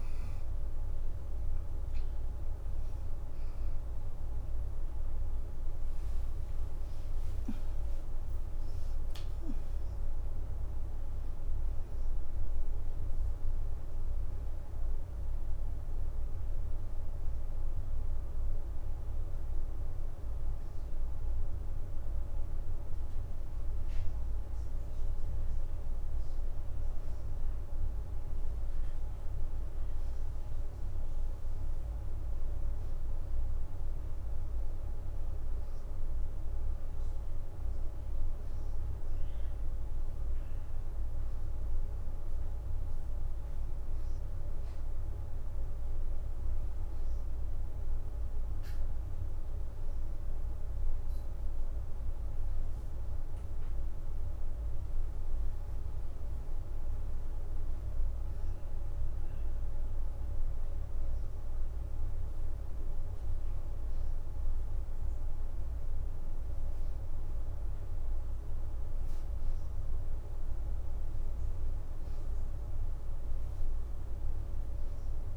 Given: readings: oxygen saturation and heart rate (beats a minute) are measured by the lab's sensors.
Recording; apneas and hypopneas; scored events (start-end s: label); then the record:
breathing in sleep, hard to hear, by a room microphone; none
0.00-26.50 s: oxygen desaturation (device-marked, oxygen 84% lowest, heart rate 57 extreme)
2.50-7.50 s: arousal
5.50-9.00 s: leg movement (device-marked)
48.50-52.50 s: leg movement (device-marked)
50.50-55.00 s: arousal
From the record:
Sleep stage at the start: N2 (light sleep); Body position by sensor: on the right side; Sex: female